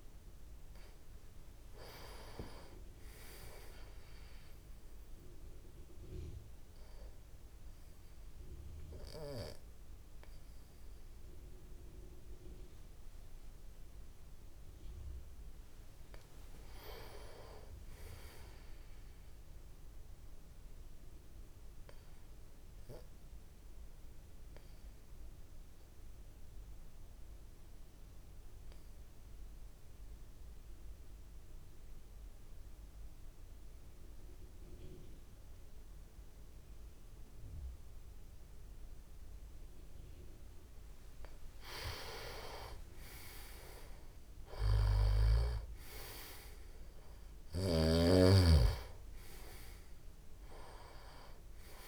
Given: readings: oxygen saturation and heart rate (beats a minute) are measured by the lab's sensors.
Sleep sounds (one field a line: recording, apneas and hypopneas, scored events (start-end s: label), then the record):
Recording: breathing in sleep by a room microphone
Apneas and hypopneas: 2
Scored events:
0.00-20.00 s: oxygen desaturation (device-marked, oxygen 88% lowest)
4.50-14.50 s: obstructive apnea (oxygen 98% before, 88% lowest)
16.00-18.50 s: arousal
21.00-40.00 s: obstructive apnea (oxygen 97% before, 89% lowest)
41.50-45.00 s: arousal
44.00-51.88 s: oxygen desaturation (device-marked, oxygen 96% before, 89% lowest)
From the record:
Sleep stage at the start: N2 (light sleep)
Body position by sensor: on the back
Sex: male